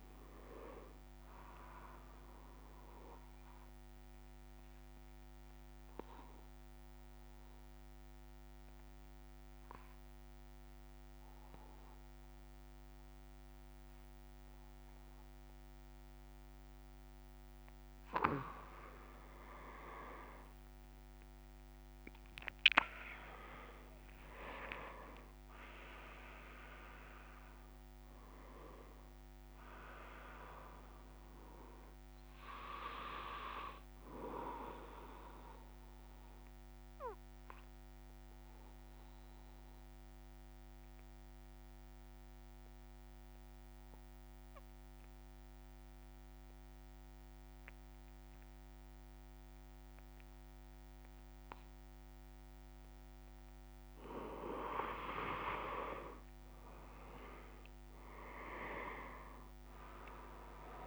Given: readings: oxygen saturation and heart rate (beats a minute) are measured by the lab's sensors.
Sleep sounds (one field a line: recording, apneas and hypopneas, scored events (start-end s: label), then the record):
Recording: breathing in sleep by a microphone on the trachea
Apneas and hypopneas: 2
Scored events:
3.50-18.50 s: obstructive apnea (oxygen 98% before, 94% lowest)
30.50-44.50 s: oxygen desaturation (device-marked, oxygen 99% before, 95% lowest)
36.50-52.00 s: obstructive apnea (oxygen 99% before, 94% lowest)
From the record:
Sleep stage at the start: N1 (lightest sleep)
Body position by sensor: on the back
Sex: male